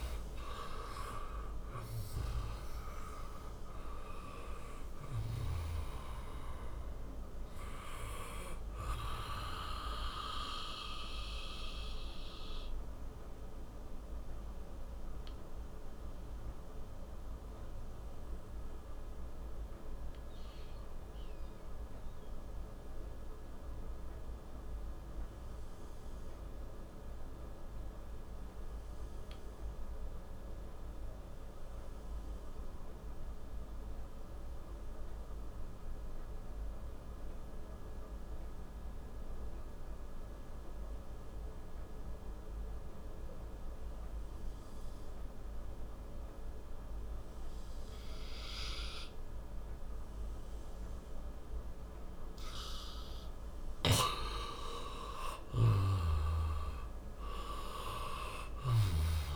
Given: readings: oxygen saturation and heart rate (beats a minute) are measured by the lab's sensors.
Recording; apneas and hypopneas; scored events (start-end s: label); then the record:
breathing in sleep by a room microphone; 1
0.00-4.50 s: arousal
0.00-30.00 s: oxygen desaturation (device-marked, oxygen 86% lowest)
10.00-52.00 s: mixed apnea (oxygen 97% before, 86% lowest)
46.00-59.36 s: oxygen desaturation (device-marked, oxygen 99% before, 87% lowest)
54.50-58.50 s: arousal
From the record:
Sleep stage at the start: N2 (light sleep); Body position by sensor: on the back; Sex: male